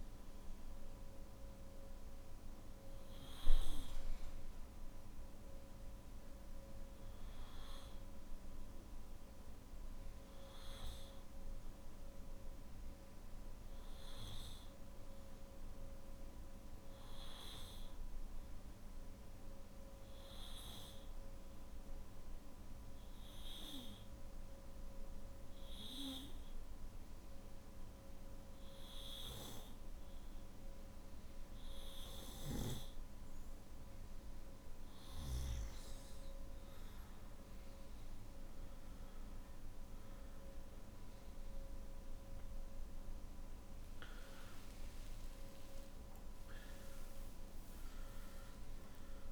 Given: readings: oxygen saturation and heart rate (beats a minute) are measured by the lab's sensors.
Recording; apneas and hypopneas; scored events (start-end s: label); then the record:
breathing in sleep by a room microphone; 1
0.00-12.00 s: oxygen desaturation (device-marked, oxygen 93% lowest, heart rate 52 extreme)
20.50-32.00 s: hypopnea (oxygen 98% before, 94% lowest, heart rate 53 before, 55 extreme, up 6 after)
47.00-49.00 s: long interval between heartbeats (device-marked, heart rate 59 before, 74 extreme)
From the record:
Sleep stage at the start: N1 (lightest sleep); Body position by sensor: on the back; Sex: male